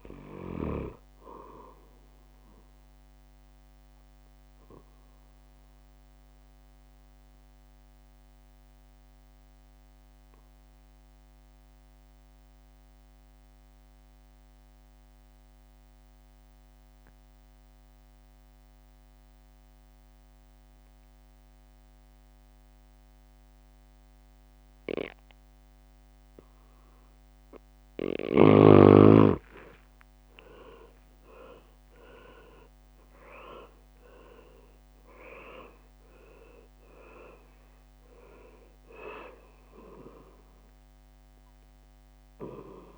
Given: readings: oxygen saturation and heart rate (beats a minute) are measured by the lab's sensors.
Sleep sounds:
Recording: breathing in sleep by a microphone on the trachea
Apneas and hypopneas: 1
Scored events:
0.00-2.50 s: drop in pulse transit time (device-marked, heart rate 65 extreme)
3.00-27.00 s: obstructive apnea (oxygen 100% before, 91% lowest, heart rate 67 before, 58 extreme, up 13 after)
29.00-32.50 s: arousal
30.50-35.50 s: leg movement (device-marked)
30.50-42.98 s: drop in pulse transit time (device-marked, heart rate 61 before, 66 extreme)
30.50-42.98 s: oxygen desaturation (device-marked, oxygen 99% before, 91% lowest, heart rate 61 before, 62 extreme)
From the record:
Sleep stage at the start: N2 (light sleep)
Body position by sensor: on the back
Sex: male

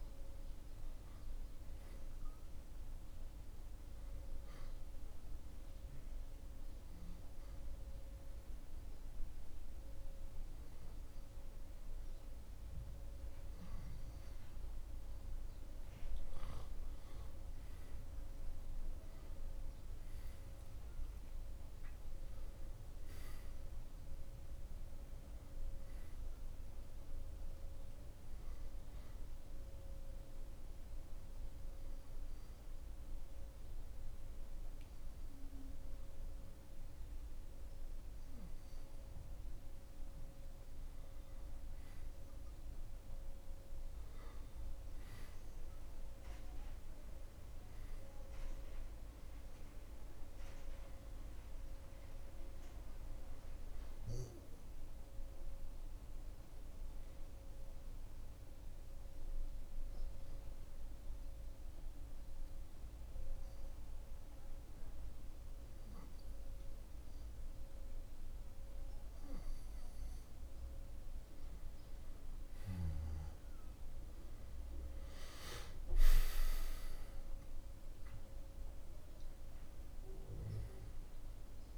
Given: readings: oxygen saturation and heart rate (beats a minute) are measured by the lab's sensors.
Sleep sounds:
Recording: breathing in sleep, hard to hear, by a room microphone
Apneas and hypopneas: 3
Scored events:
0.00-1.00 s: arousal
0.00-4.50 s: oxygen desaturation (device-marked, oxygen 91% lowest, heart rate 83 extreme)
5.50-16.50 s: obstructive apnea (oxygen 94% before, 90% lowest, heart rate 88 before, 82 extreme, up 13 after)
14.50-23.50 s: oxygen desaturation (device-marked, oxygen 94% before, 91% lowest, heart rate 88 before, 74 extreme)
18.50-22.50 s: arousal
29.00-39.00 s: obstructive apnea (oxygen 94% before, 90% lowest, heart rate 90 before, 62 extreme, up 8 after)
38.50-53.50 s: oxygen desaturation (device-marked, oxygen 94% before, 90% lowest, heart rate 89 before, 62 extreme)
41.50-45.00 s: arousal
57.50-70.00 s: obstructive apnea (oxygen 96% before, 92% lowest, heart rate 78 before, 62 extreme, up 15 after)
67.50-78.50 s: oxygen desaturation (device-marked, oxygen 96% before, 93% lowest, heart rate 73 before, 62 extreme)
72.00-77.50 s: arousal
From the record:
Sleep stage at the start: N2 (light sleep)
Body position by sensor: on the back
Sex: male

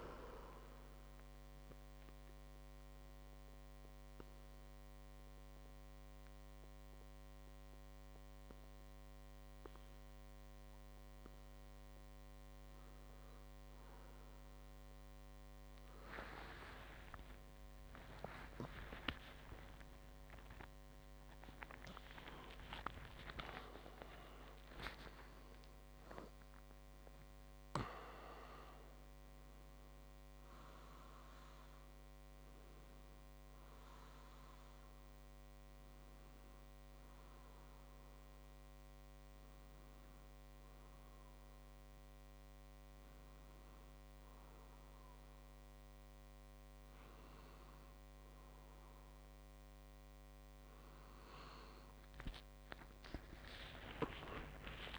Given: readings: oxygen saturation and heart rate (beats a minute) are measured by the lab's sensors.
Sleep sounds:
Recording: breathing in sleep by a microphone on the trachea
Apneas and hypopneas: 1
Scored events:
0.00-16.50 s: oxygen desaturation (device-marked, oxygen 90% lowest, heart rate 56 extreme)
1.00-12.00 s: obstructive apnea (oxygen 98% before, 90% lowest, heart rate 61 before, 56 extreme, up 33 after)
17.00-24.50 s: arousal
26.50-54.99 s: new sleep stage, N1 (lightest sleep)
53.00-54.99 s: arousal
53.50-54.99 s: tachycardia (device-marked, heart rate 61 before, 95 extreme)
From the record:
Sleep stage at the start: N2 (light sleep)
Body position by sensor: on the back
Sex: male

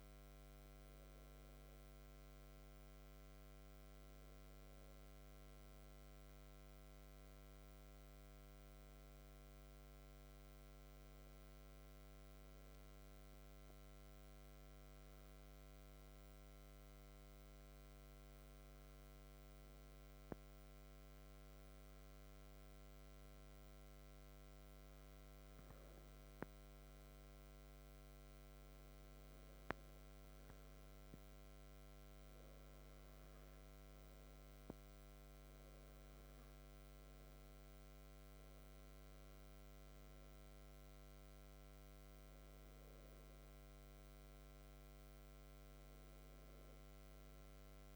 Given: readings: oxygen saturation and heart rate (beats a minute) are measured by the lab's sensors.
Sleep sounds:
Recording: breathing in sleep, hard to hear, by a microphone on the trachea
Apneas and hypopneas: 1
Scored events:
10.50-26.00 s: hypopnea (oxygen 96% before, 93% lowest, heart rate 60 before, 60 extreme, up 3 after)
27.00-31.00 s: arousal
From the record:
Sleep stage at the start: N2 (light sleep)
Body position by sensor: on the back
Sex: male

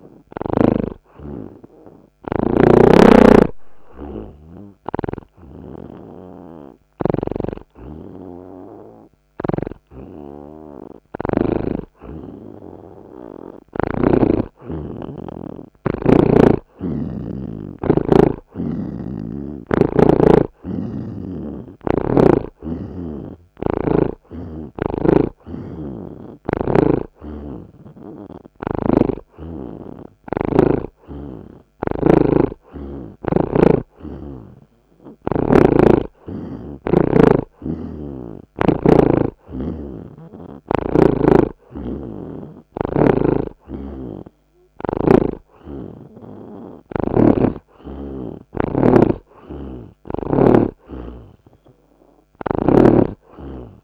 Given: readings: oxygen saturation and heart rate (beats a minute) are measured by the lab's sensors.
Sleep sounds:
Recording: breathing in sleep by a microphone on the trachea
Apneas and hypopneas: 1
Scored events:
0.00-5.50 s: snoring (device-marked)
4.00-14.00 s: hypopnea (oxygen 83% before, 78% lowest)
7.50-14.50 s: snoring (device-marked)
19.00-23.50 s: arousal
29.00-35.50 s: snoring (device-marked)
37.50-41.00 s: snoring (device-marked)
43.00-47.50 s: snoring (device-marked)
49.00-53.84 s: oxygen desaturation (device-marked, oxygen 83% before, 78% lowest)
49.50-53.00 s: snoring (device-marked)
From the record:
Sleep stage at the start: N2 (light sleep)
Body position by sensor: on the right side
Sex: male

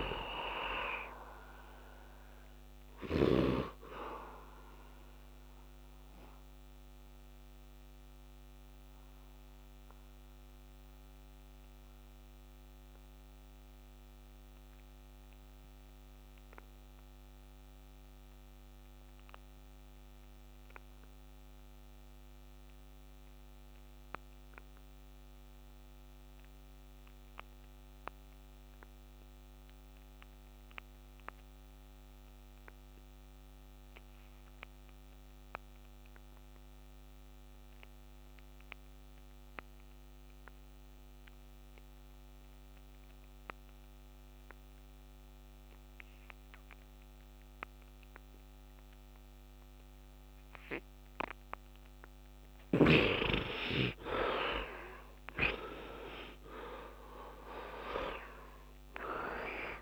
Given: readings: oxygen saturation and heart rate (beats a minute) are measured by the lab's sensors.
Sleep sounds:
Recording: breathing in sleep by a microphone on the trachea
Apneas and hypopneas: 1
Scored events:
0.00-19.50 s: oxygen desaturation (device-marked, heart rate 63 extreme)
4.50-52.00 s: mixed apnea (heart rate 75 before, 62 extreme, up 24 after)
26.50-59.82 s: oxygen desaturation (device-marked, heart rate 70 before, 62 extreme)
53.50-57.00 s: arousal
From the record:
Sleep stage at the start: N2 (light sleep)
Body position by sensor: on the right side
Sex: male

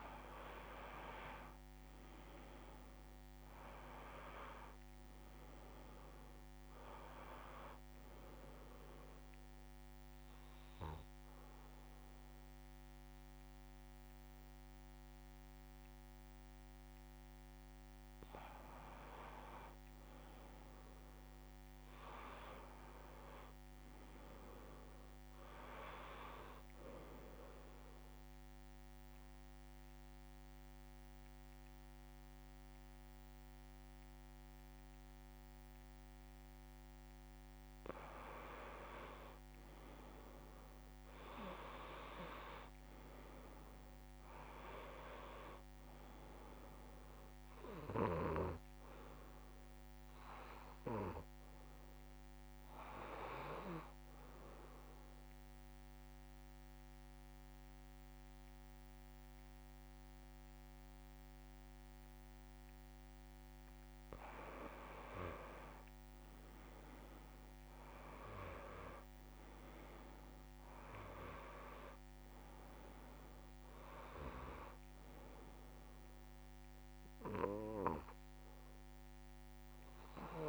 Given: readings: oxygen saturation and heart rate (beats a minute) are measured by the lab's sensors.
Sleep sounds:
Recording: breathing in sleep by a microphone on the trachea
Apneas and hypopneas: 3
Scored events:
0.00-7.50 s: oxygen desaturation (device-marked, oxygen 92% lowest)
6.00-8.00 s: long interval between heartbeats (device-marked, heart rate 52 before, 49 extreme)
8.00-10.00 s: long interval between heartbeats (device-marked, heart rate 53 before, 53 extreme)
9.50-19.50 s: obstructive apnea (oxygen 96% before, 90% lowest)
20.00-22.00 s: long interval between heartbeats (device-marked)
21.50-24.50 s: arousal
24.00-26.00 s: long interval between heartbeats (device-marked)
26.00-28.00 s: long interval between heartbeats (device-marked, heart rate 38 before, 38 extreme)
27.50-38.50 s: obstructive apnea (oxygen 96% before, 90% lowest)
28.50-40.50 s: oxygen desaturation (device-marked, oxygen 96% before, 92% lowest)
39.50-41.50 s: long interval between heartbeats (device-marked)
41.50-45.50 s: arousal
46.00-48.00 s: long interval between heartbeats (device-marked, heart rate 32 before, 37 extreme)
47.50-58.50 s: oxygen desaturation (device-marked, oxygen 95% before, 90% lowest)
55.50-65.50 s: obstructive apnea (oxygen 95% before, 88% lowest)
65.00-67.00 s: long interval between heartbeats (device-marked)
67.00-70.00 s: arousal
70.50-72.50 s: long interval between heartbeats (device-marked)
72.50-80.49 s: oxygen desaturation (device-marked, oxygen 95% before, 90% lowest)
75.00-77.00 s: long interval between heartbeats (device-marked)
From the record:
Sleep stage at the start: N2 (light sleep)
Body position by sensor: on the back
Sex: male

